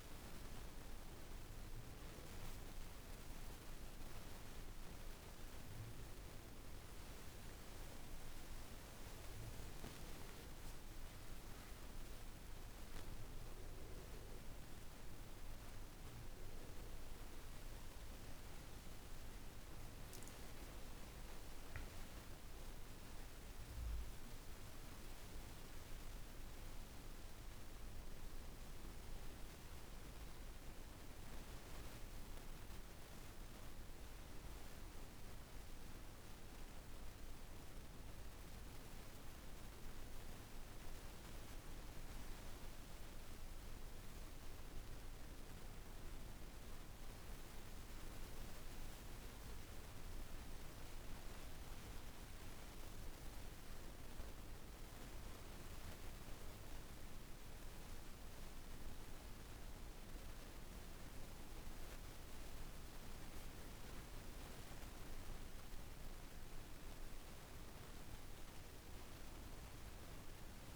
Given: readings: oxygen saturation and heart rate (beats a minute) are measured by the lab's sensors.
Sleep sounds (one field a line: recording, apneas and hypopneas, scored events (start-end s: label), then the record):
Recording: breathing in sleep, hard to hear, by a room microphone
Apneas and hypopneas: none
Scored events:
6.50-11.50 s: arousal
48.50-65.50 s: oxygen desaturation (device-marked, oxygen 96% before, 93% lowest, heart rate 54 before, 55 extreme)
From the record:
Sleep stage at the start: N1 (lightest sleep)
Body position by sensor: on the back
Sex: female